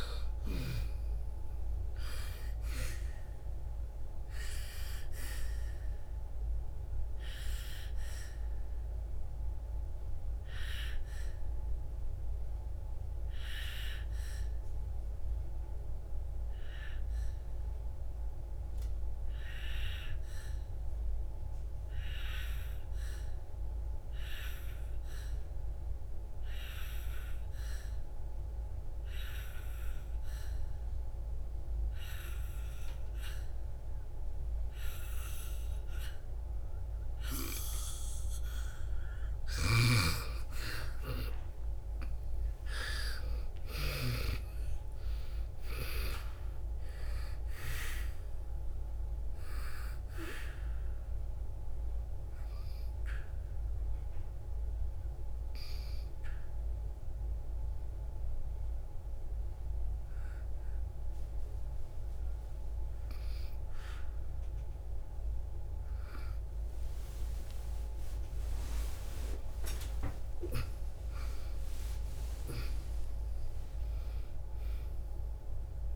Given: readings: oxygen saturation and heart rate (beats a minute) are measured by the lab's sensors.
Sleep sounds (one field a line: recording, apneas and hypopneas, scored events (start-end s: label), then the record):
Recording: breathing in sleep by a room microphone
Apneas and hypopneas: 2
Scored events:
0.00-2.00 s: arousal
0.00-29.50 s: oxygen desaturation (device-marked, oxygen 88% lowest, heart rate 53 extreme)
6.00-39.00 s: obstructive apnea (oxygen 99% before, 85% lowest, heart rate 65 before, 53 extreme, up 11 after)
40.00-44.50 s: snoring (device-marked)
40.50-57.50 s: oxygen desaturation (device-marked, oxygen 98% before, 87% lowest, heart rate 60 before, 57 extreme)
41.00-45.50 s: arousal
52.50-66.50 s: obstructive apnea (oxygen 98% before, 85% lowest, heart rate 65 before, 57 extreme, up 12 after)
67.50-75.96 s: new sleep stage, awake
67.50-75.96 s: oxygen desaturation (device-marked, oxygen 89% before, 85% lowest, heart rate 64 before, 65 extreme)
From the record:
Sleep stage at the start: N2 (light sleep)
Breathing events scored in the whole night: 596 in 6.8 hours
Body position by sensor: on the back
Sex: female